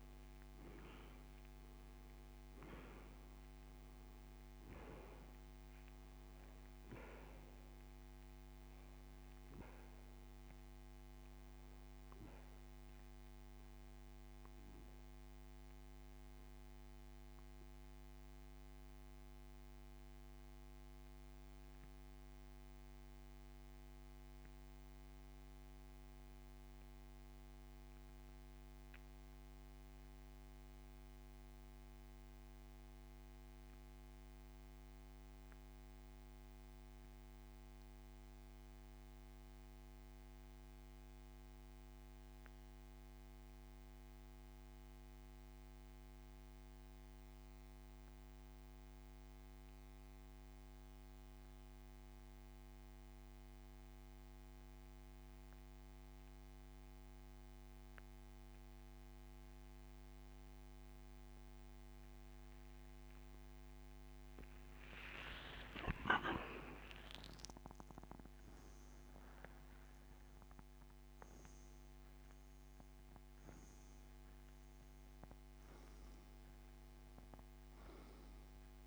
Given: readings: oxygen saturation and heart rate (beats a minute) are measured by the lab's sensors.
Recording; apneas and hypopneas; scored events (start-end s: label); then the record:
breathing in sleep by a microphone on the trachea; 1
0.00-5.00 s: oxygen desaturation (device-marked, oxygen 94% lowest)
15.00-63.50 s: mixed apnea (oxygen 97% before, 86% lowest)
27.00-46.00 s: oxygen desaturation (device-marked, oxygen 94% before, 88% lowest)
64.00-78.87 s: oxygen desaturation (device-marked, oxygen 98% before, 93% lowest)
66.00-71.50 s: arousal
From the record:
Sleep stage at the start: N2 (light sleep); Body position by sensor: on the back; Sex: male